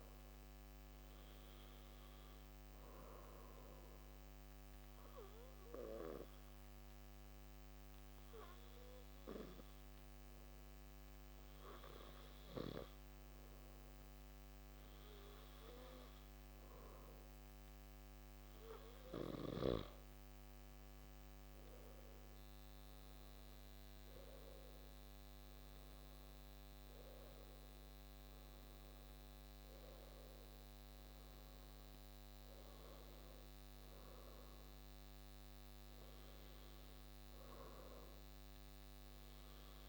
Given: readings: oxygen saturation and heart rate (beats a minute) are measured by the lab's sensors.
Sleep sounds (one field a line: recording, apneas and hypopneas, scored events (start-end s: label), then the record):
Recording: breathing in sleep by a microphone on the trachea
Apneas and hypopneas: 1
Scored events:
1.00-18.00 s: hypopnea (oxygen 97% before, 93% lowest)
20.50-25.00 s: arousal
25.50-39.50 s: oxygen desaturation (device-marked, oxygen 96% before, 93% lowest)
From the record:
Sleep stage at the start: N2 (light sleep)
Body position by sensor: on the back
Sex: male